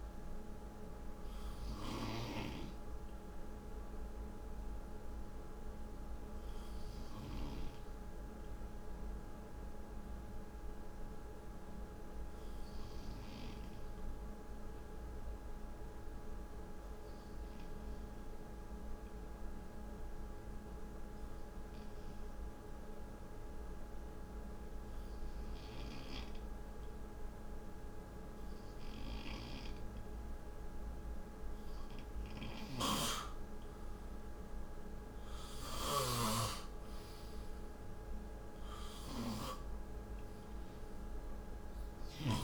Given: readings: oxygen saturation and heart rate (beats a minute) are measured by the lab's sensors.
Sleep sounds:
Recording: breathing in sleep by a room microphone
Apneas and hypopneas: 1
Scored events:
0.00-1.00 s: oxygen desaturation (device-marked, oxygen 92% lowest, heart rate 57 extreme)
4.00-30.00 s: obstructive apnea (oxygen 95% before, 92% lowest, heart rate 69 before, 57 extreme, up 6 after)
32.00-35.50 s: snoring (device-marked)
32.50-37.00 s: arousal
37.00-42.44 s: oxygen desaturation (device-marked, oxygen 97% before, 93% lowest, heart rate 66 before, 62 extreme)
From the record:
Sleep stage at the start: N2 (light sleep)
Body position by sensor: on the front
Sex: male

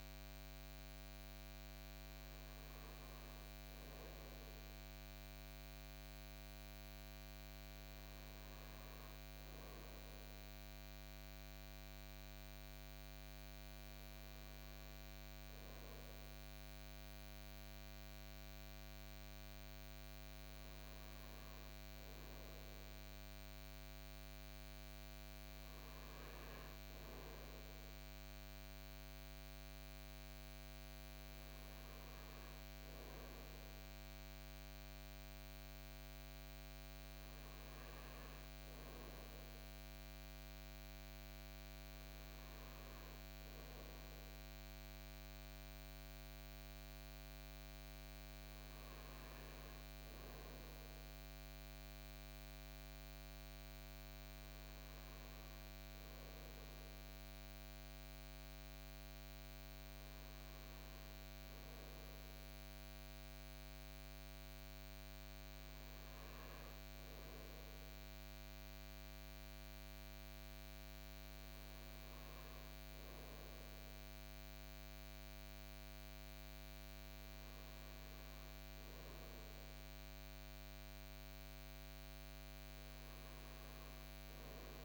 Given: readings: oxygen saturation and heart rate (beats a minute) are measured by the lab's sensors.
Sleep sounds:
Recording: breathing in sleep, hard to hear, by a microphone on the trachea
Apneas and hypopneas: none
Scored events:
none scored
From the record:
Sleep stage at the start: N2 (light sleep)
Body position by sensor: on the front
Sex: male

